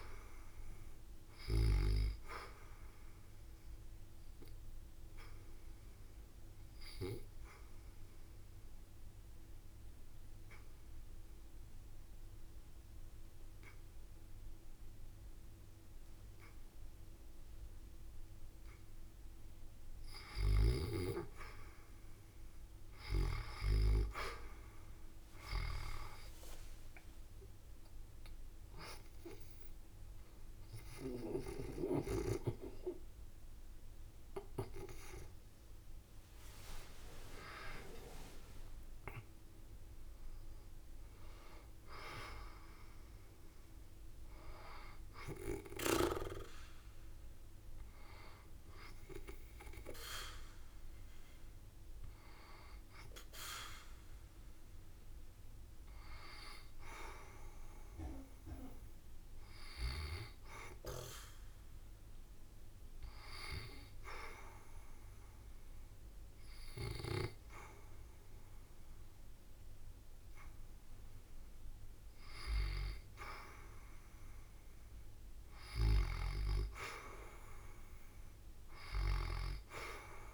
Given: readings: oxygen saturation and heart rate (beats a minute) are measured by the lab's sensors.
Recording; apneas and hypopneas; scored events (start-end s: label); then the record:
breathing in sleep by a room microphone; 2
0.00-2.00 s: arousal
4.00-19.50 s: obstructive apnea (oxygen 88% before, 69% lowest, heart rate 79 before, 74 extreme, up 8 after)
10.00-18.00 s: oxygen desaturation (device-marked, oxygen 88% before, 82% lowest, heart rate 80 before, 74 extreme)
20.00-50.00 s: oxygen desaturation (device-marked, oxygen 88% before, 69% lowest, heart rate 78 before, 72 extreme)
25.50-31.50 s: arousal
35.50-39.00 s: leg movement (device-marked)
59.50-70.50 s: hypopnea (oxygen 89% before, 79% lowest, heart rate 78 before, 72 extreme, up 1 after)
73.50-77.50 s: arousal
From the record:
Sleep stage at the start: REM sleep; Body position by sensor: on the back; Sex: female